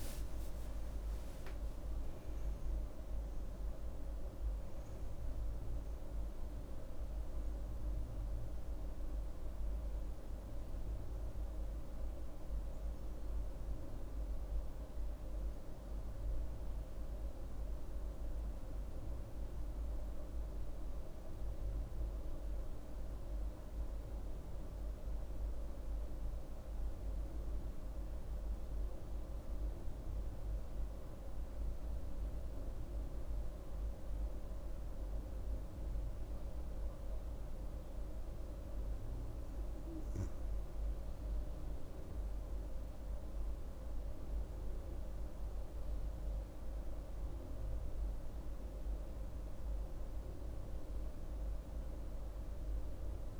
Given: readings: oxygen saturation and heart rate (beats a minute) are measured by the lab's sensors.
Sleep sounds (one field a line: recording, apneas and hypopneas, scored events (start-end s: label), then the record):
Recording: breathing in sleep, hard to hear, by a room microphone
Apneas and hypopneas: 1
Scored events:
0.00-5.00 s: oxygen desaturation (device-marked, oxygen 90% lowest)
24.00-53.40 s: new sleep stage, N2 (light sleep)
24.50-38.50 s: central apnea (oxygen 98% before, 90% lowest)
38.00-53.40 s: oxygen desaturation (device-marked, oxygen 98% before, 90% lowest)
41.00-45.00 s: arousal
From the record:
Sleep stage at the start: N1 (lightest sleep)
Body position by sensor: on the back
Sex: female